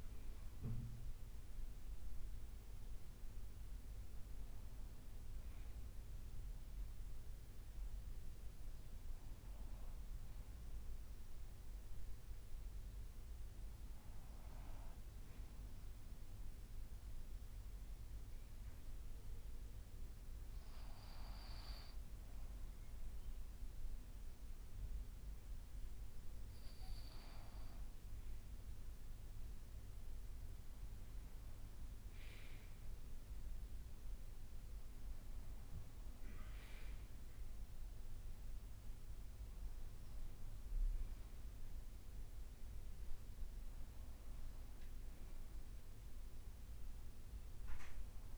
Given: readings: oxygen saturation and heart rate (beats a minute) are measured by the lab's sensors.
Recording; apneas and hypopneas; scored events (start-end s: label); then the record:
breathing in sleep, hard to hear, by a room microphone; 1
0.50-4.50 s: arousal
9.00-24.00 s: hypopnea (oxygen 98% before, 93% lowest, heart rate 61 before, 58 extreme, up 0 after)
17.00-26.00 s: leg movement (device-marked)
27.00-31.50 s: arousal
43.00-48.38 s: leg movement (device-marked)
From the record:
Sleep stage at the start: N2 (light sleep); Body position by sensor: on the right side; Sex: male